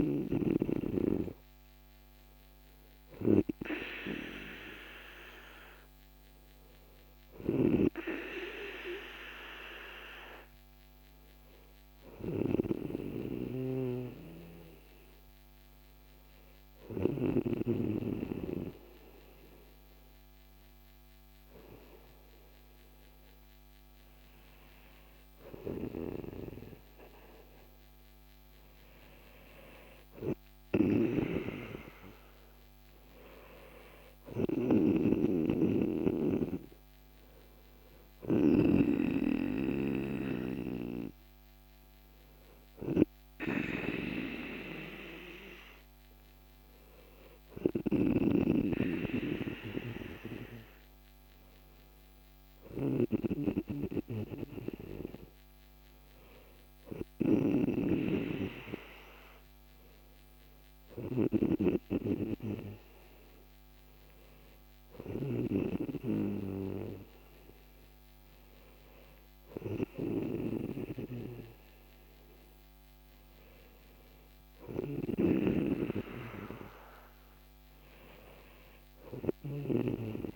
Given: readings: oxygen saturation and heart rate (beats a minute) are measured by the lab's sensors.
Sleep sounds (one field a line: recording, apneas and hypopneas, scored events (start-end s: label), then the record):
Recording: breathing in sleep by a microphone on the trachea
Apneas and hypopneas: none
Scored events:
2.50-20.50 s: oxygen desaturation (device-marked, oxygen 96% before, 92% lowest, heart rate 55 before, 49 extreme)
13.50-17.50 s: snoring (device-marked)
31.00-39.00 s: snoring (device-marked)
58.00-65.50 s: snoring (device-marked)
75.00-80.36 s: snoring (device-marked)
From the record:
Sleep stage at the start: N2 (light sleep)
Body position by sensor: on the back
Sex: male